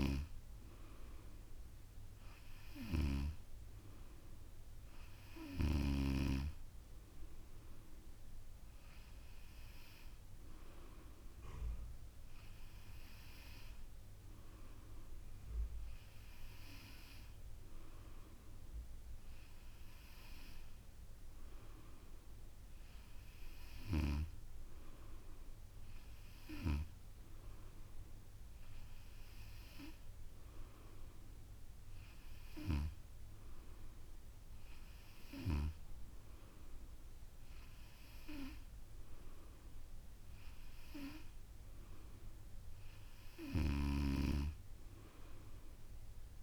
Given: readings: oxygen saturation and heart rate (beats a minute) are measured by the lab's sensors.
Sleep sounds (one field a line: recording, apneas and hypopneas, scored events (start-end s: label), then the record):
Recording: breathing in sleep by a room microphone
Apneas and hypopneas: none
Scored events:
none scored
From the record:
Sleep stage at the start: N2 (light sleep)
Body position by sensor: on the back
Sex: female